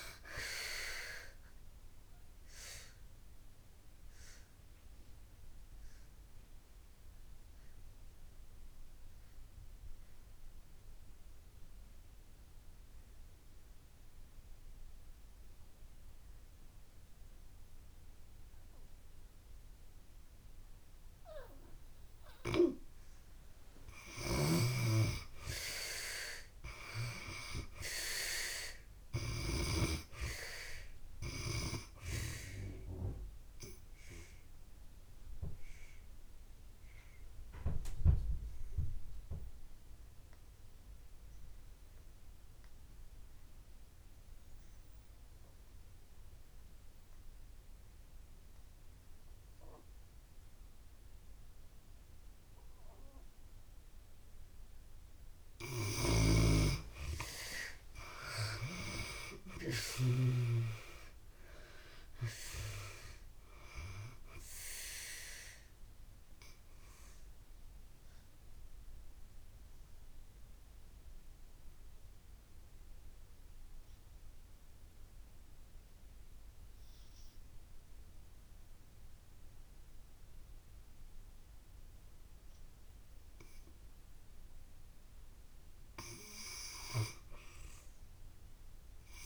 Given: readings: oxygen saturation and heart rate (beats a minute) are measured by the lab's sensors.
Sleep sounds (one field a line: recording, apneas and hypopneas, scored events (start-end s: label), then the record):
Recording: breathing in sleep by a room microphone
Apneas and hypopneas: 3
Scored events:
0.00-22.50 s: oxygen desaturation (device-marked, oxygen 75% lowest)
1.50-23.50 s: obstructive apnea (oxygen 97% before, 72% lowest)
26.00-28.50 s: arousal
30.50-50.50 s: oxygen desaturation (device-marked, oxygen 96% before, 76% lowest)
32.50-54.50 s: obstructive apnea (oxygen 96% before, 72% lowest)
52.50-87.50 s: oxygen desaturation (device-marked, oxygen 95% before, 72% lowest)
56.00-60.50 s: snoring (device-marked)
57.50-61.00 s: arousal
66.50-85.00 s: obstructive apnea (oxygen 95% before, 72% lowest)
86.50-89.00 s: arousal
From the record:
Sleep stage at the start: N2 (light sleep)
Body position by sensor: on the back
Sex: female